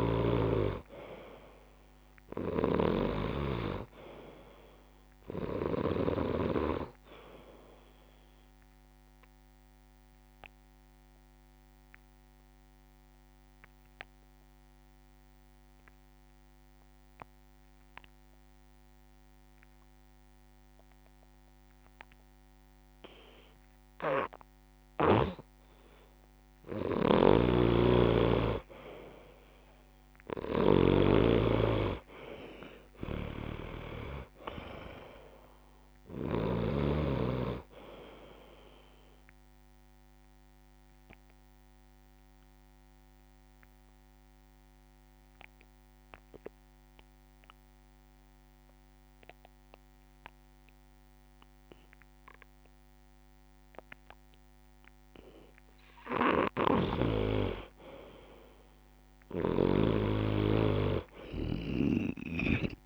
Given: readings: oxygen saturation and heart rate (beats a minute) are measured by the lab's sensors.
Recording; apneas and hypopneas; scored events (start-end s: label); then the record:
breathing in sleep by a microphone on the trachea; 2
0.00-6.50 s: snoring (device-marked)
0.00-15.00 s: oxygen desaturation (device-marked, oxygen 88% lowest)
8.50-24.00 s: obstructive apnea (oxygen 97% before, 88% lowest)
26.00-52.00 s: oxygen desaturation (device-marked, oxygen 96% before, 88% lowest)
27.00-30.50 s: arousal
27.50-37.00 s: snoring (device-marked)
39.50-55.50 s: obstructive apnea (oxygen 96% before, 88% lowest)
56.50-62.86 s: snoring (device-marked)
59.00-62.50 s: arousal
From the record:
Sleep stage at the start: N2 (light sleep); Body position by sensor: on the back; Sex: male